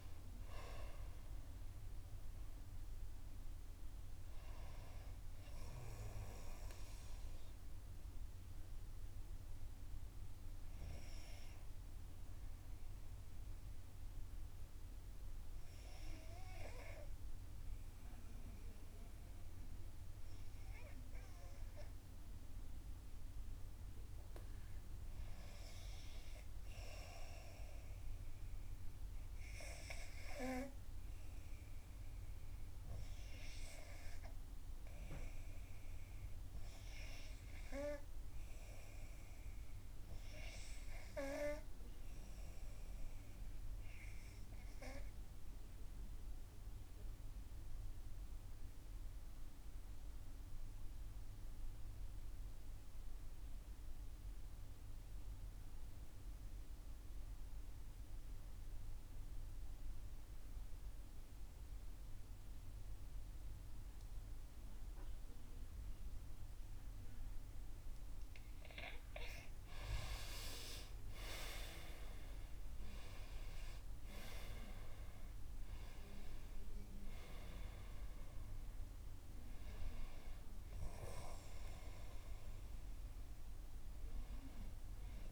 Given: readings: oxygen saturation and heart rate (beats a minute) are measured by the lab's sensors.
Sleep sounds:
breathing in sleep by a room microphone; 1
0.00-16.00 s: oxygen desaturation (device-marked, oxygen 73% lowest, heart rate 62 extreme)
20.00-85.32 s: new sleep stage, N2 (light sleep)
29.00-69.00 s: obstructive apnea (oxygen 96% before, 78% lowest, heart rate 65 before, 59 extreme, up 9 after)
33.00-85.32 s: oxygen desaturation (device-marked, oxygen 96% before, 78% lowest, heart rate 65 before, 59 extreme)
70.50-75.50 s: arousal
From the record:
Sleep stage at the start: N1 (lightest sleep); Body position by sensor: on the back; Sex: female

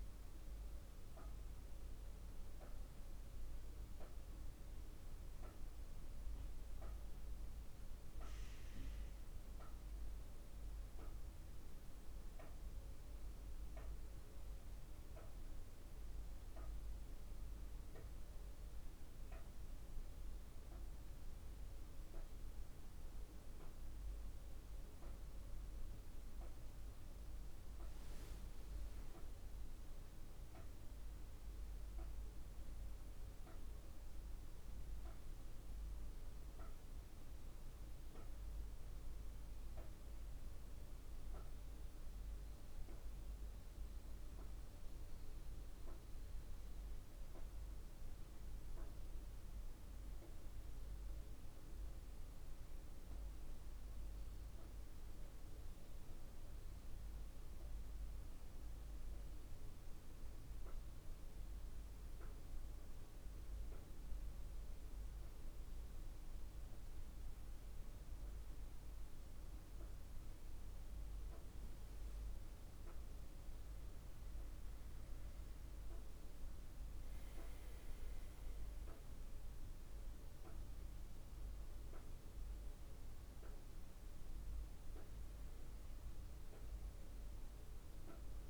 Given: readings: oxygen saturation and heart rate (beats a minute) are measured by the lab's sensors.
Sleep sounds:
breathing in sleep, hard to hear, by a room microphone; 1
43.50-70.50 s: mixed apnea (oxygen 99% before, 93% lowest, heart rate 55 before, 49 extreme, up 8 after)
63.50-88.50 s: new sleep stage, N2 (light sleep)
69.50-88.50 s: oxygen desaturation (device-marked, oxygen 98% before, 93% lowest, heart rate 52 before, 49 extreme)
73.50-78.50 s: arousal
From the record:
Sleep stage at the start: N1 (lightest sleep); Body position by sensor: on the back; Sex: female

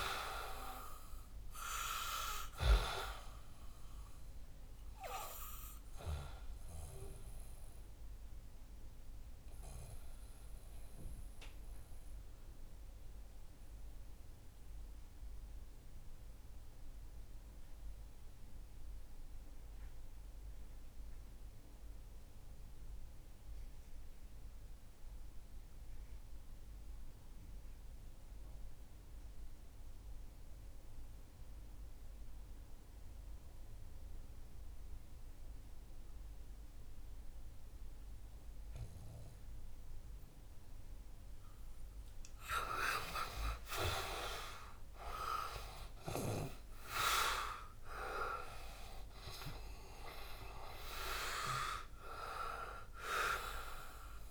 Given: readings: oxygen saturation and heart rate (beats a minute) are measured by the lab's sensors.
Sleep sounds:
breathing in sleep by a room microphone; 1
0.00-24.50 s: oxygen desaturation (device-marked, oxygen 88% lowest, heart rate 59 extreme)
5.50-41.50 s: mixed apnea (oxygen 96% before, 84% lowest, heart rate 67 before, 59 extreme, up 13 after)
36.50-54.31 s: oxygen desaturation (device-marked, oxygen 98% before, 84% lowest, heart rate 62 before, 58 extreme)
43.00-47.50 s: arousal
From the record:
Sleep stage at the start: N2 (light sleep); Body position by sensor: on the back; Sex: male

